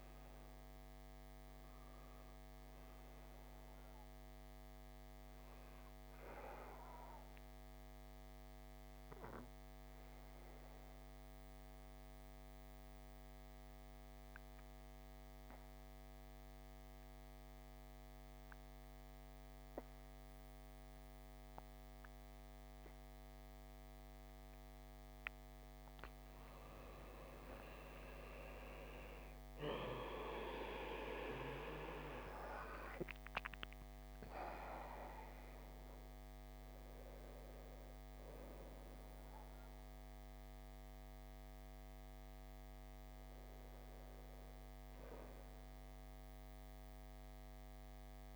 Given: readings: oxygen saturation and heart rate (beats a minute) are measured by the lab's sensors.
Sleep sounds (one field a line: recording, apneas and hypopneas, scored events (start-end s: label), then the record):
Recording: breathing in sleep by a microphone on the trachea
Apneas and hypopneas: 1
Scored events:
0.00-19.50 s: oxygen desaturation (device-marked, oxygen 88% lowest)
8.00-25.00 s: obstructive apnea (oxygen 96% before, 87% lowest)
28.50-33.50 s: arousal
33.50-48.36 s: oxygen desaturation (device-marked, oxygen 97% before, 87% lowest)
From the record:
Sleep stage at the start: N2 (light sleep)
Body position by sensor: on the back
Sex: male